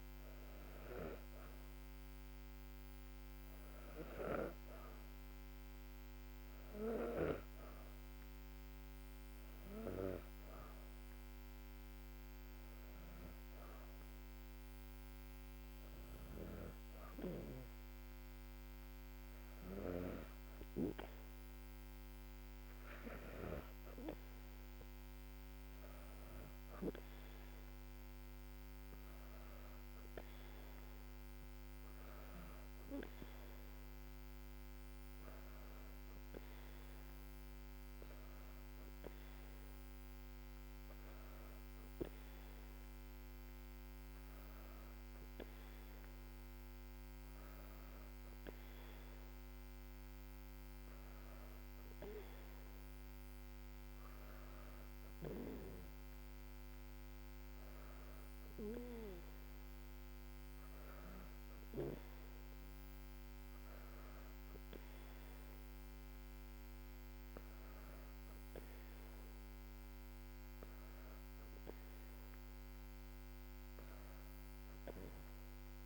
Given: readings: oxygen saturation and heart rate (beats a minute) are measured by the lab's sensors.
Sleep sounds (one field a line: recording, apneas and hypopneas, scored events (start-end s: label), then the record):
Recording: breathing in sleep by a microphone on the trachea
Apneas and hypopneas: none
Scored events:
none scored
From the record:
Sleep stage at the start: N2 (light sleep)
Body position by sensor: on the back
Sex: female